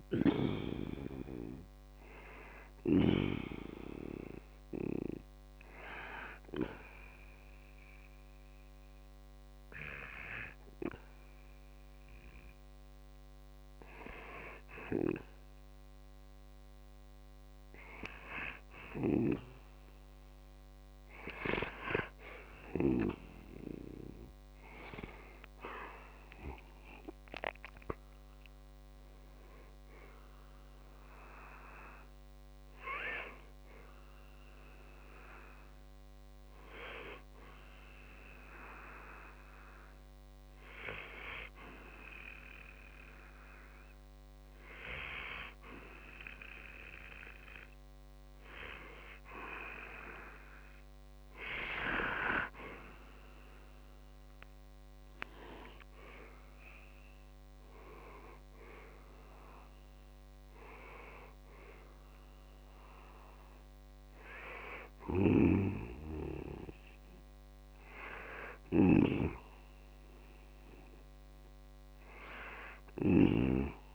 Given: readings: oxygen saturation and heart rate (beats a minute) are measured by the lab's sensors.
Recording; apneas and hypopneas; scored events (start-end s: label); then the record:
breathing in sleep by a microphone on the trachea; 2
0.00-2.50 s: snoring (device-marked)
4.00-15.00 s: hypopnea (oxygen 93% before, 90% lowest, heart rate 57 before, 53 extreme, up 12 after)
18.00-22.00 s: arousal
26.50-40.50 s: oxygen desaturation (device-marked, oxygen 94% before, 90% lowest, heart rate 60 before, 52 extreme)
39.50-51.00 s: hypopnea (oxygen 94% before, 90% lowest, heart rate 62 before, 60 extreme, up 1 after)
53.50-56.50 s: arousal
55.50-73.95 s: oxygen desaturation (device-marked, oxygen 94% before, 90% lowest, heart rate 58 before, 60 extreme)
64.50-72.50 s: snoring (device-marked)
From the record:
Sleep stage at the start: N2 (light sleep); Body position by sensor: on the back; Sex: male